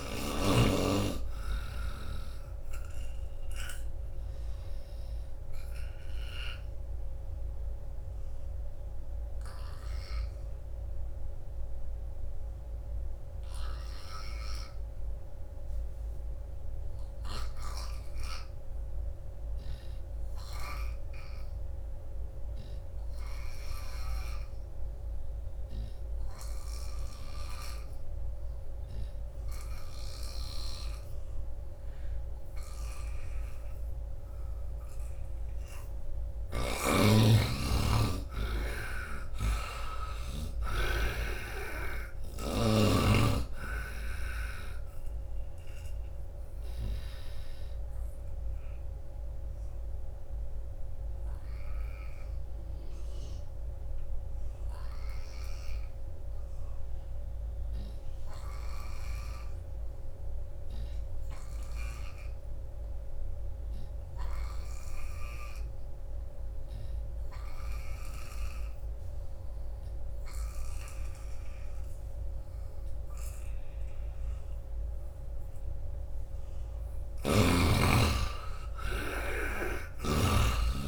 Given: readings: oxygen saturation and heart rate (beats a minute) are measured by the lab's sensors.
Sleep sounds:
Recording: breathing in sleep by a room microphone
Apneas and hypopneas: 2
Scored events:
0.00-15.00 s: oxygen desaturation (device-marked, oxygen 75% lowest, heart rate 66 extreme)
3.00-36.50 s: obstructive apnea (oxygen 97% before, 75% lowest, heart rate 76 before, 76 extreme, up 10 after)
23.50-30.00 s: snoring (device-marked)
26.00-58.00 s: oxygen desaturation (device-marked, oxygen 98% before, 77% lowest, heart rate 85 before, 77 extreme)
36.00-42.50 s: snoring (device-marked)
37.00-40.50 s: arousal
44.00-75.00 s: obstructive apnea (oxygen 98% before, 75% lowest, heart rate 80 before, 77 extreme, up 6 after)
70.00-80.88 s: oxygen desaturation (device-marked, oxygen 97% before, 75% lowest, heart rate 82 before, 62 extreme)
76.50-80.50 s: arousal
From the record:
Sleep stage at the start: N2 (light sleep)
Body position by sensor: on the right side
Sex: male

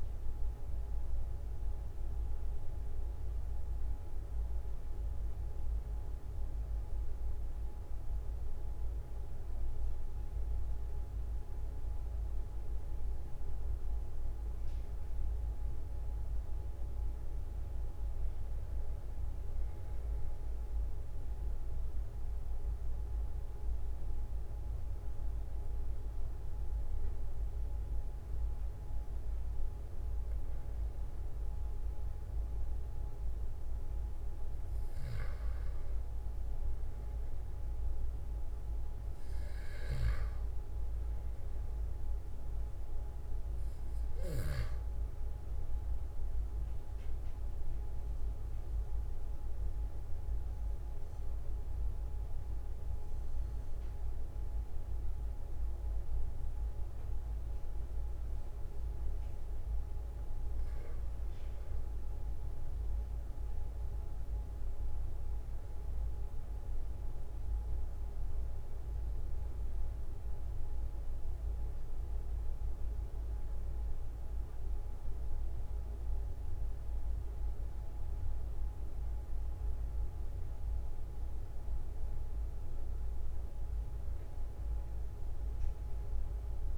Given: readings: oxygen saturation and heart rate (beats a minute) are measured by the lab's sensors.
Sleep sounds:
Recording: breathing in sleep, hard to hear, by a room microphone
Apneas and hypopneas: 2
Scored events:
0.00-28.00 s: oxygen desaturation (device-marked, oxygen 91% lowest, heart rate 43 extreme)
20.50-30.50 s: obstructive apnea (oxygen 96% before, 91% lowest, heart rate 46 before, 43 extreme, up 2 after)
33.00-38.50 s: arousal
47.50-60.50 s: obstructive apnea (oxygen 97% before, 93% lowest, heart rate 44 before, 43 extreme, up 4 after)
62.00-67.00 s: arousal
From the record:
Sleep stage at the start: N1 (lightest sleep)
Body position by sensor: on the back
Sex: male

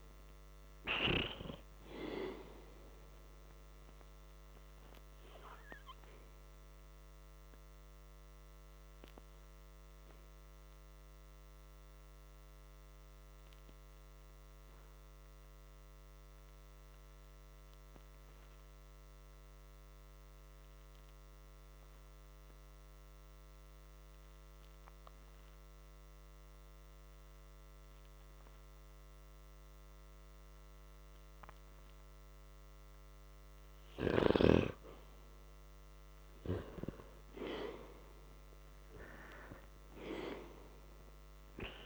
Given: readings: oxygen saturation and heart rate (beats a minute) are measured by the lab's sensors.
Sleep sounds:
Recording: breathing in sleep by a microphone on the trachea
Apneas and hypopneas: 1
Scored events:
5.00-34.00 s: hypopnea (oxygen 97% before, 82% lowest, heart rate 53 before, 54 extreme, up 2 after)
8.50-32.50 s: oxygen desaturation (device-marked, oxygen 95% before, 82% lowest, heart rate 57 before, 54 extreme)
37.00-40.50 s: arousal
From the record:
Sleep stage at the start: N2 (light sleep)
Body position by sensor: on the back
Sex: male

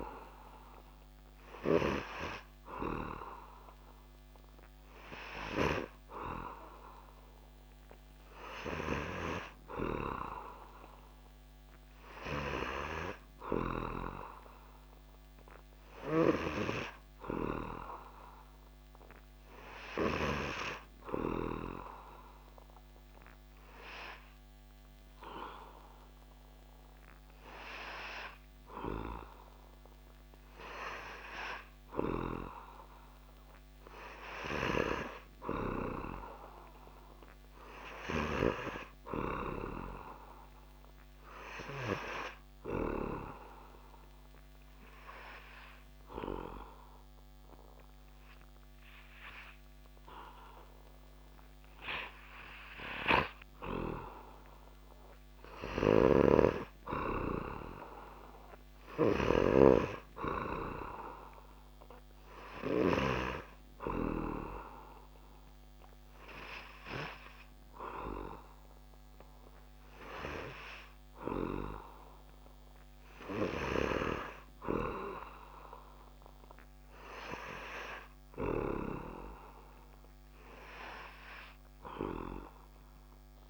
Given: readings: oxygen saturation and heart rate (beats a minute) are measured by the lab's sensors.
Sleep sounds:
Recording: breathing in sleep by a microphone on the trachea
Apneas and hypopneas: 3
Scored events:
6.00-20.00 s: oxygen desaturation (device-marked, oxygen 98% before, 94% lowest)
21.00-32.50 s: obstructive apnea (oxygen 98% before, 95% lowest)
36.00-39.50 s: arousal
43.50-56.00 s: obstructive apnea (oxygen 98% before, 95% lowest)
55.00-59.00 s: snoring (device-marked)
57.50-59.50 s: arousal
62.00-74.50 s: hypopnea (oxygen 98% before, 95% lowest)
77.00-79.50 s: arousal
From the record:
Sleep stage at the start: N3 (deep sleep)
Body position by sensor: on the back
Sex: male

